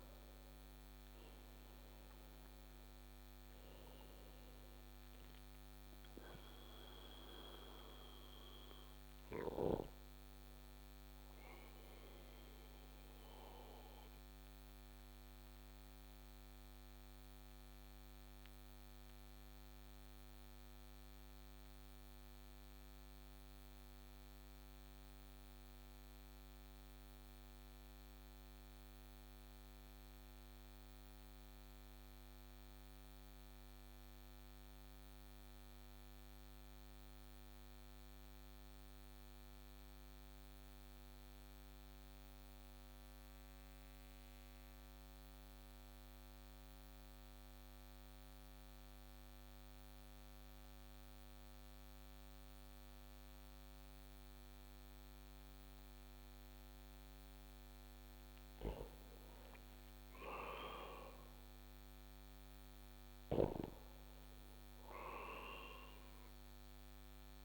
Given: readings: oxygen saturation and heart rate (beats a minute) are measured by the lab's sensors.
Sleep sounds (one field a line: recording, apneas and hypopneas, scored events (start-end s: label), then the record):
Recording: breathing in sleep by a microphone on the trachea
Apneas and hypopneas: 1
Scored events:
0.00-25.00 s: oxygen desaturation (device-marked, oxygen 90% lowest)
12.50-57.00 s: obstructive apnea (oxygen 96% before, 90% lowest)
58.00-67.45 s: oxygen desaturation (device-marked, oxygen 98% before, 94% lowest)
59.00-63.00 s: arousal
From the record:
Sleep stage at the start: N2 (light sleep)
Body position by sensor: on the back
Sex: male